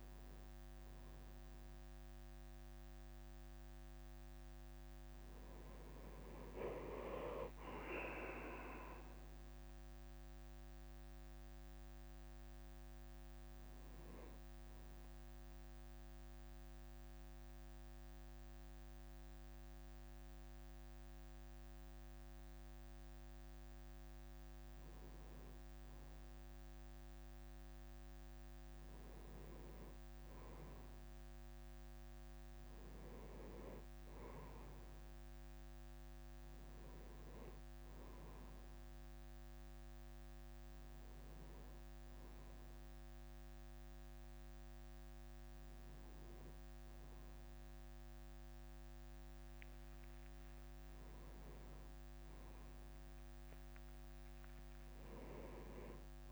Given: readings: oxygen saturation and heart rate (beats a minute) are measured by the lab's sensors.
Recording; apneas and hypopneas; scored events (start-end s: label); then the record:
breathing in sleep by a microphone on the trachea; none
49.50-51.50 s: leg movement (device-marked)
53.00-56.32 s: arousal
From the record:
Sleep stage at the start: N1 (lightest sleep); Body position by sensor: on the right side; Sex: male